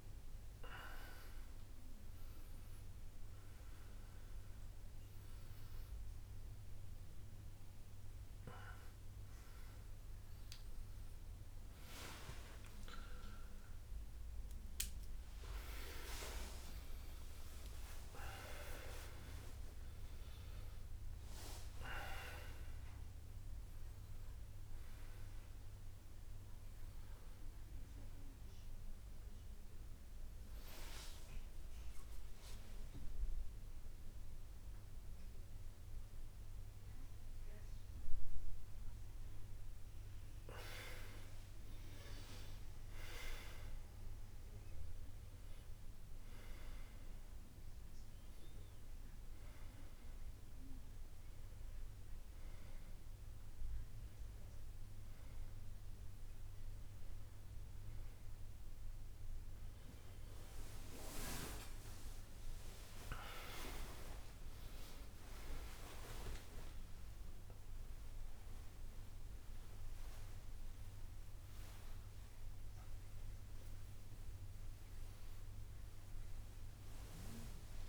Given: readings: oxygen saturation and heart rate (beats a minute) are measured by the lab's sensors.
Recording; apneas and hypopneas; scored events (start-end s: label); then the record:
a person awake in a sleep study, by a room microphone; none
2.00-10.00 s: drop in pulse transit time (device-marked, heart rate 77 before, 71 extreme)
4.50-6.50 s: long interval between heartbeats (device-marked, heart rate 76 before, 75 extreme)
10.00-20.00 s: tachycardia (device-marked, heart rate 94 before, 168 extreme)
13.00-15.00 s: long interval between heartbeats (device-marked, heart rate 76 before, 114 extreme)
15.50-17.50 s: long interval between heartbeats (device-marked, heart rate 81 before, 147 extreme)
18.50-20.50 s: long interval between heartbeats (device-marked, heart rate 92 before, 134 extreme)
38.00-40.00 s: long interval between heartbeats (device-marked, heart rate 86 before, 67 extreme)
From the record:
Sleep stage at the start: awake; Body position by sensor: on the back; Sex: male